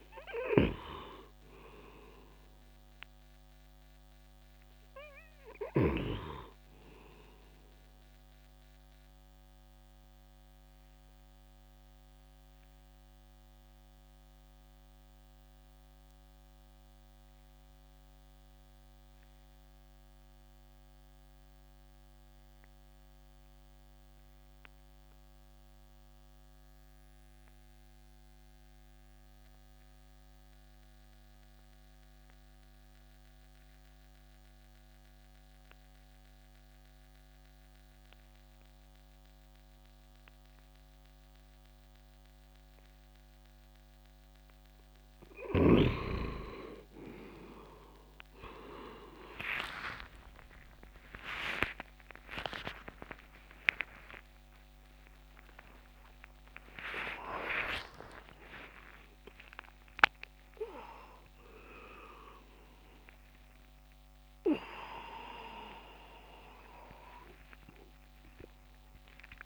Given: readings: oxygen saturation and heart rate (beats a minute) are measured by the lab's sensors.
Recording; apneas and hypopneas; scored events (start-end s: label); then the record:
breathing in sleep by a microphone on the trachea; 1
0.00-25.50 s: oxygen desaturation (device-marked, oxygen 89% lowest, heart rate 62 extreme)
8.00-44.00 s: obstructive apnea (oxygen 99% before, 86% lowest, heart rate 68 before, 59 extreme, up 27 after)
39.50-69.46 s: oxygen desaturation (device-marked, oxygen 99% before, 86% lowest)
60.50-69.46 s: new sleep stage, awake
From the record:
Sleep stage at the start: N2 (light sleep); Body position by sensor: on the back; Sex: male